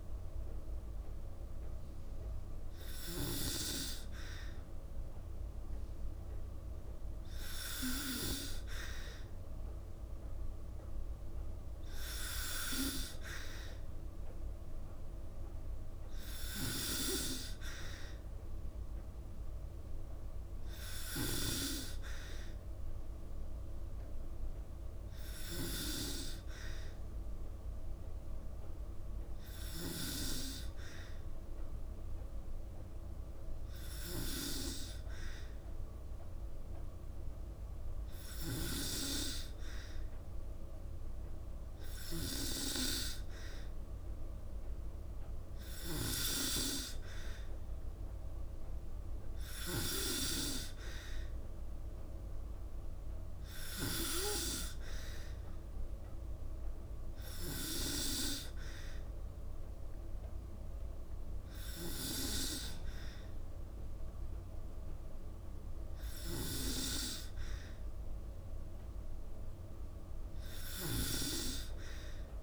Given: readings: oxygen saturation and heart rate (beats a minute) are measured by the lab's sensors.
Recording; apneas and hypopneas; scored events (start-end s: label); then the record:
breathing in sleep by a room microphone; none
0.00-3.00 s: snoring (device-marked)
65.50-70.50 s: snoring (device-marked)
From the record:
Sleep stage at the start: N2 (light sleep); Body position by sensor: on the back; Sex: female